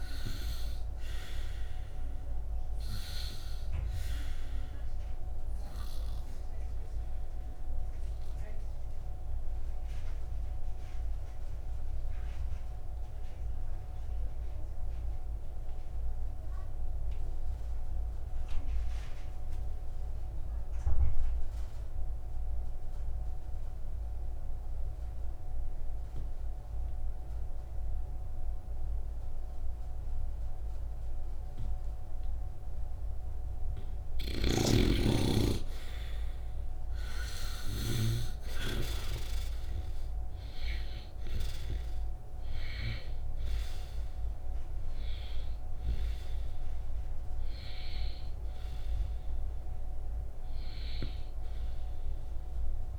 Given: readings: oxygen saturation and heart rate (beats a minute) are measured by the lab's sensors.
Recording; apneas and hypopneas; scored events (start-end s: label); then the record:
breathing in sleep by a room microphone; 1
0.00-23.00 s: oxygen desaturation (device-marked, oxygen 71% lowest, heart rate 54 extreme)
6.50-34.00 s: obstructive apnea (oxygen 93% before, 71% lowest, heart rate 64 before, 54 extreme, up 2 after)
32.50-34.50 s: long interval between heartbeats (device-marked, heart rate 68 before, 60 extreme)
34.50-38.50 s: snoring (device-marked)
35.50-40.50 s: arousal
42.00-52.99 s: oxygen desaturation (device-marked, oxygen 96% before, 71% lowest, heart rate 60 before, 58 extreme)
From the record:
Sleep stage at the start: N2 (light sleep); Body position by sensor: upright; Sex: male